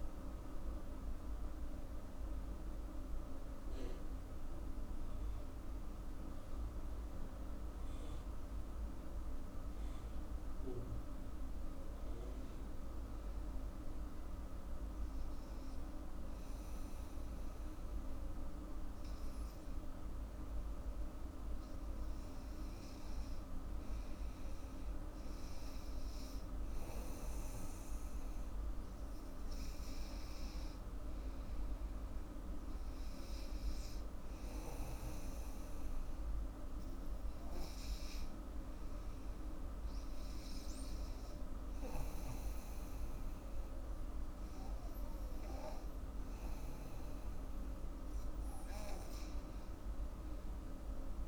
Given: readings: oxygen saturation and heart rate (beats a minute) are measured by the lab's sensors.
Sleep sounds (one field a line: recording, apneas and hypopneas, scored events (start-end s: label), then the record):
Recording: breathing in sleep, hard to hear, by a room microphone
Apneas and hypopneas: 2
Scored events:
14.00-24.50 s: obstructive apnea (oxygen 99% before, 92% lowest, heart rate 86 before, 83 extreme, up 4 after)
26.00-29.00 s: arousal
27.50-35.50 s: oxygen desaturation (device-marked, oxygen 97% before, 94% lowest, heart rate 85 before, 84 extreme)
36.00-47.00 s: obstructive apnea (oxygen 99% before, 92% lowest, heart rate 86 before, 77 extreme, up 3 after)
From the record:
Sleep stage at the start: N2 (light sleep)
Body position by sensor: on the back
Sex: female